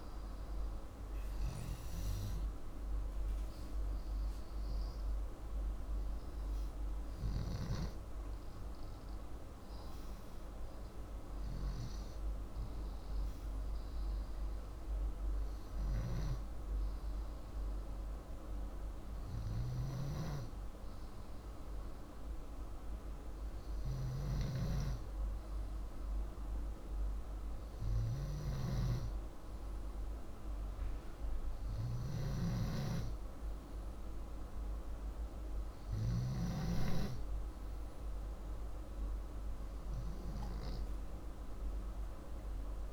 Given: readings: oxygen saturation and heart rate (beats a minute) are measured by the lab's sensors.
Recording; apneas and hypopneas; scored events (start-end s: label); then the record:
breathing in sleep, hard to hear, by a room microphone; none
1.50-16.50 s: oxygen desaturation (device-marked, oxygen 96% before, 93% lowest, heart rate 139 before, 48 extreme)
28.00-36.00 s: snoring (device-marked)
From the record:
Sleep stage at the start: N2 (light sleep); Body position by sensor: upright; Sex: male